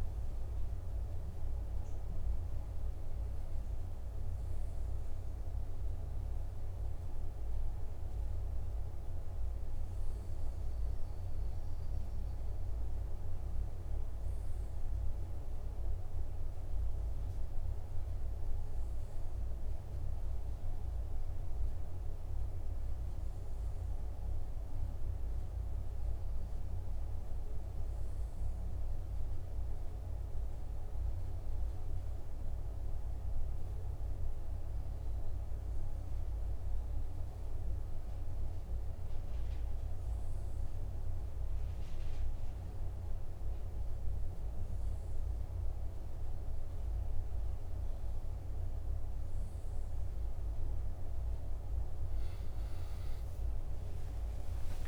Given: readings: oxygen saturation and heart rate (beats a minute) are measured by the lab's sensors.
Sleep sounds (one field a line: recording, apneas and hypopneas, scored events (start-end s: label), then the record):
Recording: breathing in sleep, hard to hear, by a room microphone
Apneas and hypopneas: none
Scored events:
53.00-54.88 s: new sleep stage, awake
From the record:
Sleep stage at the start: N1 (lightest sleep)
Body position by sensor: on the back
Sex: male